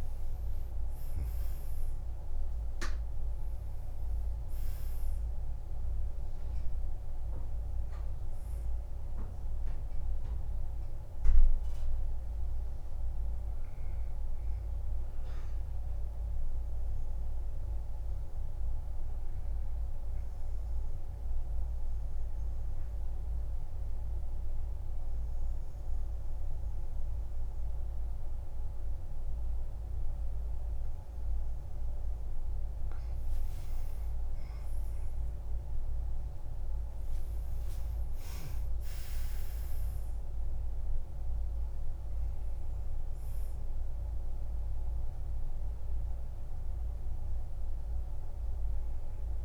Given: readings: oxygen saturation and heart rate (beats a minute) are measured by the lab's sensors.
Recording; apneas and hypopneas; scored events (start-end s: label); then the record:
breathing in sleep, hard to hear, by a room microphone; 1
0.00-2.50 s: arousal
1.00-26.00 s: oxygen desaturation (device-marked, oxygen 98% before, 92% lowest, heart rate 52 before, 47 extreme)
15.00-32.00 s: obstructive apnea (oxygen 98% before, 92% lowest, heart rate 58 before, 47 extreme, up 15 after)
35.50-39.50 s: arousal
40.00-49.45 s: oxygen desaturation (device-marked, oxygen 98% before, 92% lowest, heart rate 51 before, 46 extreme)
From the record:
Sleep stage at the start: N2 (light sleep); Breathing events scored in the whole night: 282 in 3.9 hours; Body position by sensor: on the back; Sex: male